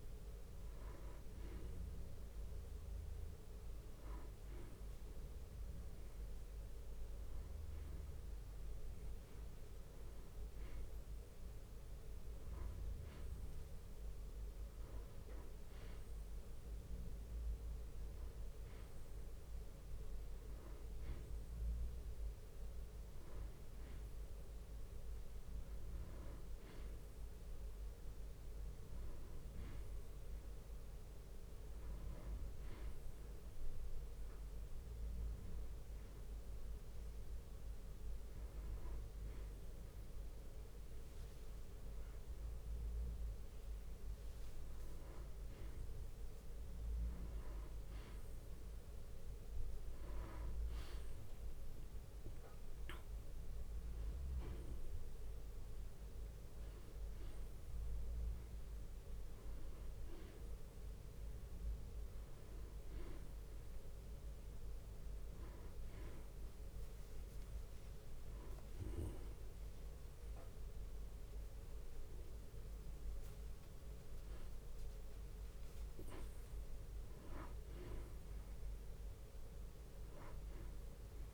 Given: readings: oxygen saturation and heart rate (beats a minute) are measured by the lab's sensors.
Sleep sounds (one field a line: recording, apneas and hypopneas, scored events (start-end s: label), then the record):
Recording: breathing in sleep, hard to hear, by a room microphone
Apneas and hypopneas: none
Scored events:
13.50-23.50 s: drop in pulse transit time (device-marked, heart rate 62 before, 61 extreme)
16.00-18.00 s: long interval between heartbeats (device-marked, heart rate 63 before, 63 extreme)
53.50-59.50 s: bradycardia (device-marked, heart rate 63 before, 58 extreme)
65.00-67.00 s: long interval between heartbeats (device-marked, heart rate 63 before, 71 extreme)
From the record:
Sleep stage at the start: N2 (light sleep)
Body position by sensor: on the back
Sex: male